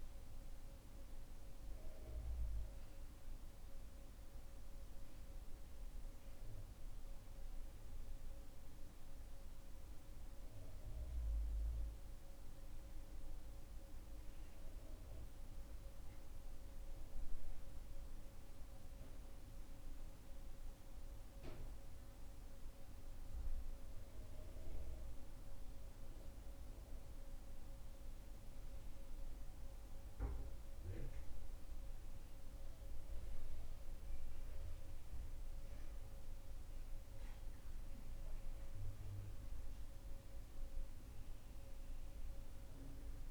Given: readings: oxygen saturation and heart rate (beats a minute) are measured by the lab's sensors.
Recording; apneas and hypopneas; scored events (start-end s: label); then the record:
breathing in sleep, hard to hear, by a room microphone; none
none scored
From the record:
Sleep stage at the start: N2 (light sleep); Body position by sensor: on the back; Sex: male